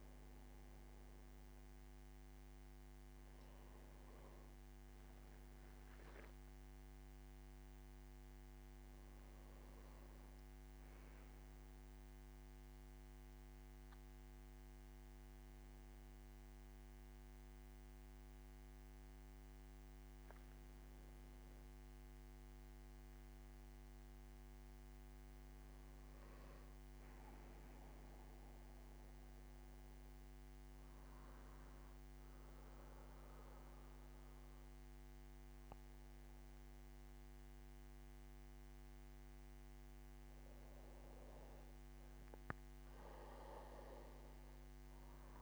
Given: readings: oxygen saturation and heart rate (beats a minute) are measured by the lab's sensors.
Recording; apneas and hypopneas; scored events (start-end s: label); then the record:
breathing in sleep, hard to hear, by a microphone on the trachea; 1
6.50-10.50 s: arousal
12.50-23.50 s: hypopnea (oxygen 99% before, 95% lowest, heart rate 79 before, 75 extreme, up 9 after)
25.50-29.00 s: arousal
From the record:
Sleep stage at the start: N2 (light sleep); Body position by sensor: on the back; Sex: male